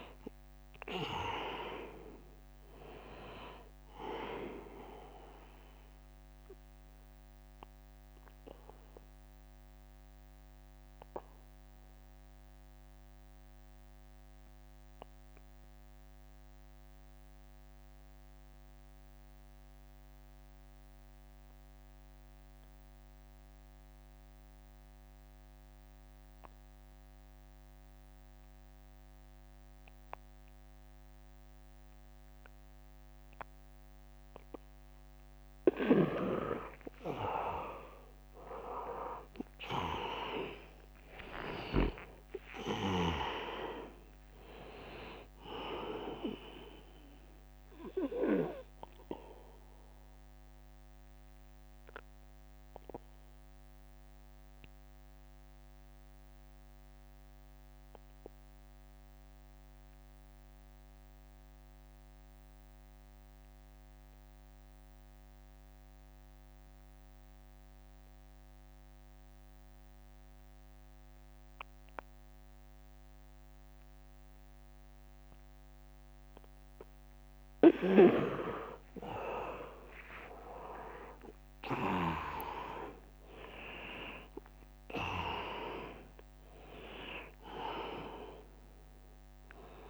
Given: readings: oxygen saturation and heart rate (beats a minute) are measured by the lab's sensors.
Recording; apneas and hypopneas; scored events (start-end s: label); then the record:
breathing in sleep by a microphone on the trachea; 2
0.00-6.50 s: drop in pulse transit time (device-marked, heart rate 79 extreme)
0.00-20.50 s: oxygen desaturation (device-marked, oxygen 85% lowest, heart rate 67 extreme)
6.00-34.00 s: mixed apnea (oxygen 100% before, 80% lowest, heart rate 80 before, 59 extreme, up 16 after)
36.50-41.50 s: arousal
36.50-65.50 s: oxygen desaturation (device-marked, oxygen 100% before, 80% lowest, heart rate 80 before, 59 extreme)
37.50-50.50 s: drop in pulse transit time (device-marked, heart rate 80 before, 78 extreme)
49.50-76.00 s: obstructive apnea (oxygen 100% before, 80% lowest, heart rate 82 before, 59 extreme, up 13 after)
73.50-89.89 s: oxygen desaturation (device-marked, oxygen 100% before, 81% lowest, heart rate 72 before, 68 extreme)
79.50-84.50 s: arousal
81.50-89.89 s: drop in pulse transit time (device-marked, heart rate 76 before, 73 extreme)
From the record:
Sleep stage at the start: N2 (light sleep); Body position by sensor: on the back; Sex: male